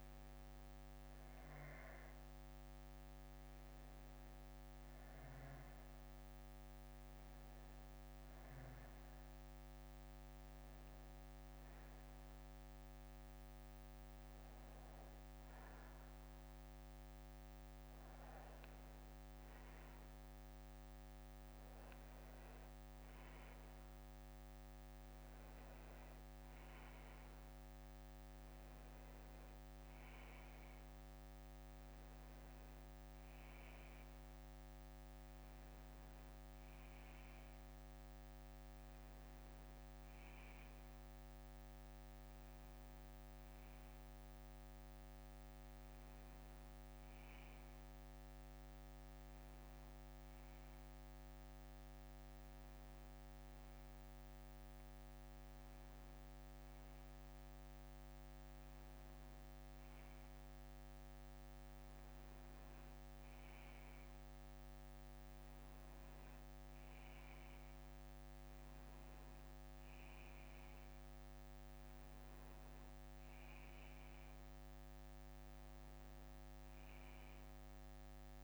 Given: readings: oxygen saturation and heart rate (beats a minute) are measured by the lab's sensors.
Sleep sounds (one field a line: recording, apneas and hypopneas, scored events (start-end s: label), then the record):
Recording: breathing in sleep, hard to hear, by a microphone on the trachea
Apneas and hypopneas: none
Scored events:
6.50-13.50 s: bradycardia (device-marked, heart rate 65 before, 58 extreme)
From the record:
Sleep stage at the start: N1 (lightest sleep)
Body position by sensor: on the back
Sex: male